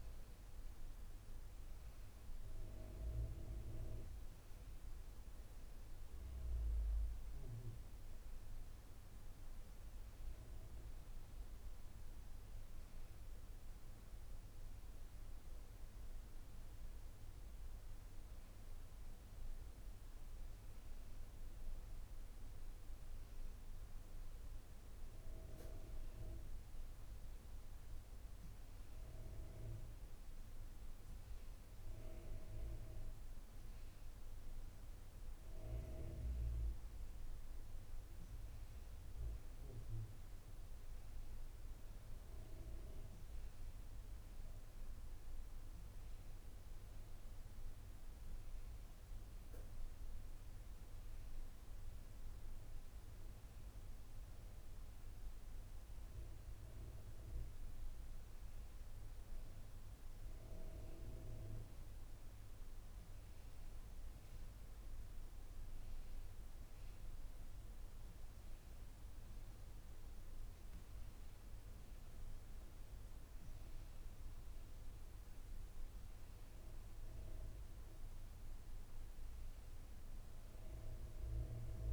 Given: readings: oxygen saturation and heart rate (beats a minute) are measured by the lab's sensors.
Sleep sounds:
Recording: breathing in sleep, hard to hear, by a room microphone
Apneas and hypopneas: none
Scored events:
none scored
From the record:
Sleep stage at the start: N1 (lightest sleep)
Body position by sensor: on the back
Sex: female

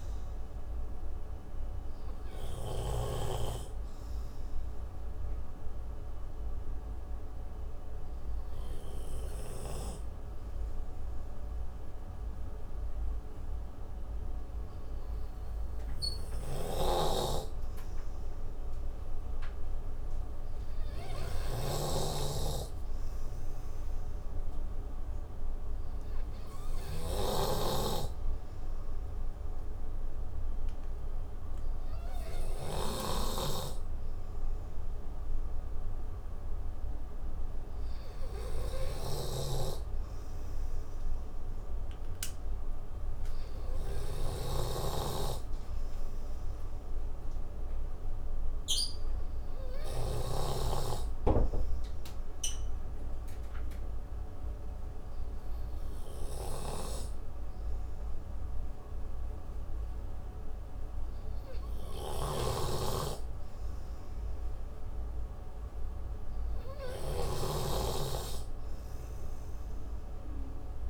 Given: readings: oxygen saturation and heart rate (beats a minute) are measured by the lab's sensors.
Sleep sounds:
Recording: breathing in sleep by a room microphone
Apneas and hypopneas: 1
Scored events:
0.00-20.50 s: oxygen desaturation (device-marked, oxygen 90% lowest)
1.00-35.00 s: obstructive apnea (oxygen 99% before, 90% lowest)
16.50-33.50 s: snoring (device-marked)
25.50-40.50 s: oxygen desaturation (device-marked, oxygen 98% before, 92% lowest)
39.50-51.00 s: snoring (device-marked)
41.00-44.00 s: arousal
62.50-68.00 s: snoring (device-marked)
65.00-68.50 s: arousal
From the record:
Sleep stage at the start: N2 (light sleep)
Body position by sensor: on the right side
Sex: male

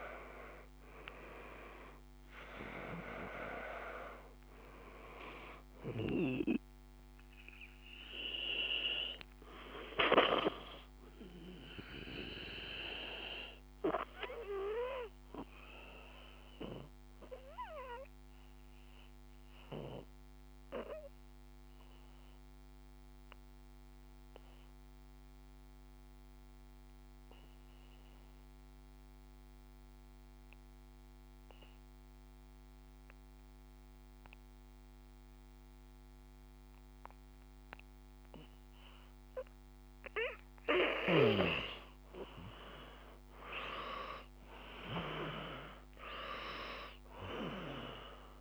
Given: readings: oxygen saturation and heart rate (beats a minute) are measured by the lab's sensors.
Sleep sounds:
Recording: breathing in sleep by a microphone on the trachea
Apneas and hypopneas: 1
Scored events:
0.00-1.00 s: arousal
0.50-28.50 s: oxygen desaturation (device-marked, oxygen 97% before, 90% lowest, heart rate 53 before, 52 extreme)
12.00-39.00 s: obstructive apnea (oxygen 97% before, 88% lowest, heart rate 54 before, 52 extreme, up 3 after)
39.50-48.41 s: oxygen desaturation (device-marked, oxygen 98% before, 88% lowest, heart rate 55 before, 51 extreme)
42.00-45.50 s: arousal
From the record:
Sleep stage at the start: N2 (light sleep)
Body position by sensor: on the back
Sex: male

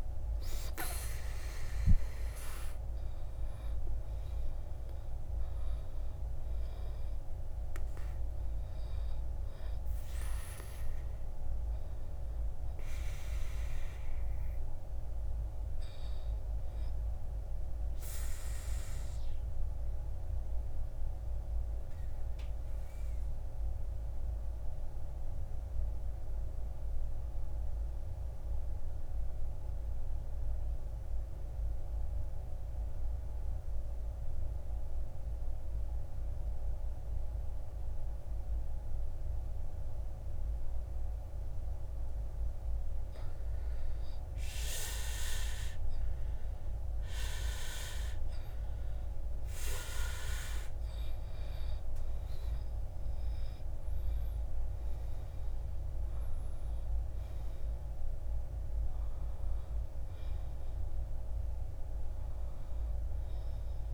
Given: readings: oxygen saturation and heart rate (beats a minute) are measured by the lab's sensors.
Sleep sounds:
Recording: breathing in sleep by a room microphone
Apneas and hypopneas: 1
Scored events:
16.50-29.50 s: oxygen desaturation (device-marked, oxygen 95% before, 85% lowest, heart rate 66 before, 55 extreme)
17.50-41.00 s: obstructive apnea (oxygen 99% before, 83% lowest, heart rate 66 before, 55 extreme, up 14 after)
43.00-47.50 s: arousal
45.50-63.94 s: oxygen desaturation (device-marked, oxygen 99% before, 83% lowest, heart rate 58 before, 52 extreme)
From the record:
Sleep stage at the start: N2 (light sleep)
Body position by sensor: on the back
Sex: male

